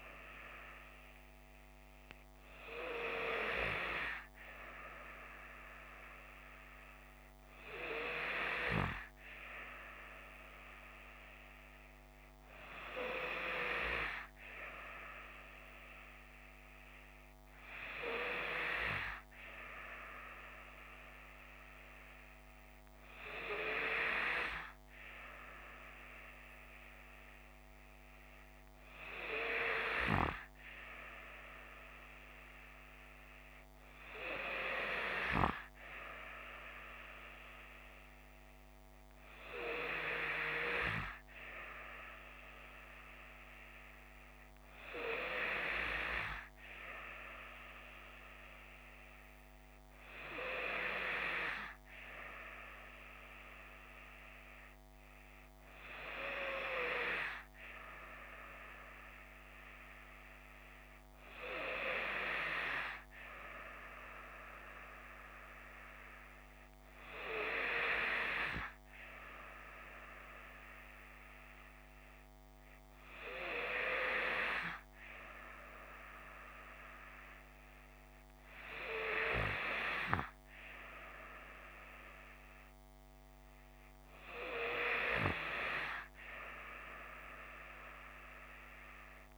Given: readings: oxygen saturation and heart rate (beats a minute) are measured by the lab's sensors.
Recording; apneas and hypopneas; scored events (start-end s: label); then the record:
breathing in sleep by a microphone on the trachea; none
83.50-89.38 s: new sleep stage, N2 (light sleep)
From the record:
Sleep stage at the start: N3 (deep sleep); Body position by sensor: on the left side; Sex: female